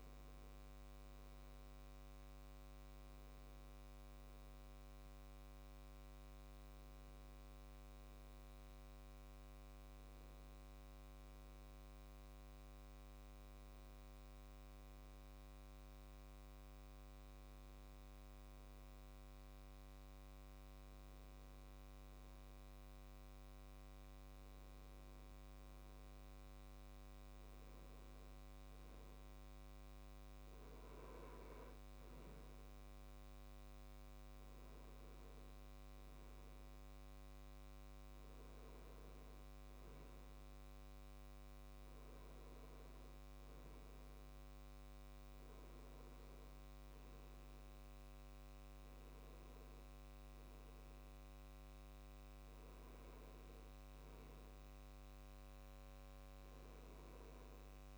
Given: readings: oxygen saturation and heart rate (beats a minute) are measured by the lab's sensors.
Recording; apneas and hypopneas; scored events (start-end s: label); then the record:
breathing in sleep, hard to hear, by a microphone on the trachea; 1
5.00-19.50 s: hypopnea (oxygen 97% before, 96% lowest, heart rate 70 before, 67 extreme, up 3 after)
22.50-25.50 s: arousal
From the record:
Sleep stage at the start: N2 (light sleep); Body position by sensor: on the left side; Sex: male